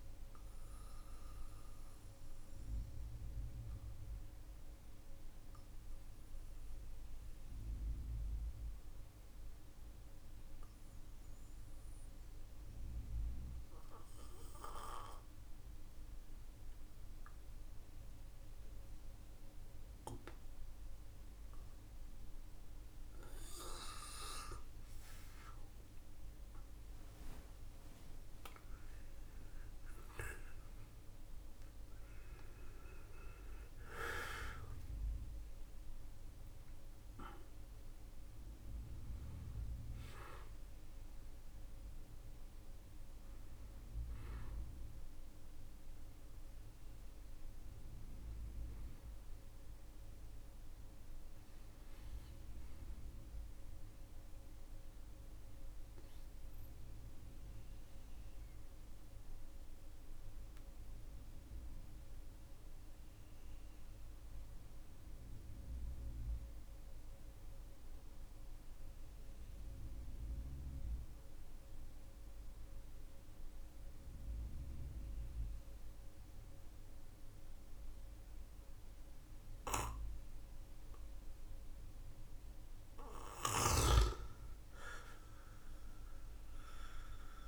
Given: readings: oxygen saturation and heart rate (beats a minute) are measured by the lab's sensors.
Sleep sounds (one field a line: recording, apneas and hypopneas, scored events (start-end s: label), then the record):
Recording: breathing in sleep by a room microphone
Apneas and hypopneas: 2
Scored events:
0.00-1.50 s: arousal
0.00-3.50 s: oxygen desaturation (device-marked, oxygen 92% lowest, heart rate 43 extreme)
4.50-22.00 s: obstructive apnea (oxygen 96% before, 93% lowest, heart rate 49 before, 43 extreme, up 25 after)
15.50-87.48 s: new sleep stage, N2 (light sleep)
24.50-38.50 s: oxygen desaturation (device-marked, oxygen 98% before, 94% lowest, heart rate 55 before, 40 extreme)
25.50-31.00 s: arousal
50.50-55.00 s: arousal
59.00-78.50 s: mixed apnea (oxygen 95% before, 91% lowest, heart rate 49 before, 43 extreme, up 13 after)
82.50-87.48 s: arousal
84.50-87.48 s: oxygen desaturation (device-marked, oxygen 98% before, 91% lowest, heart rate 50 before, 42 extreme)
From the record:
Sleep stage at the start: REM sleep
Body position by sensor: on the back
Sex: male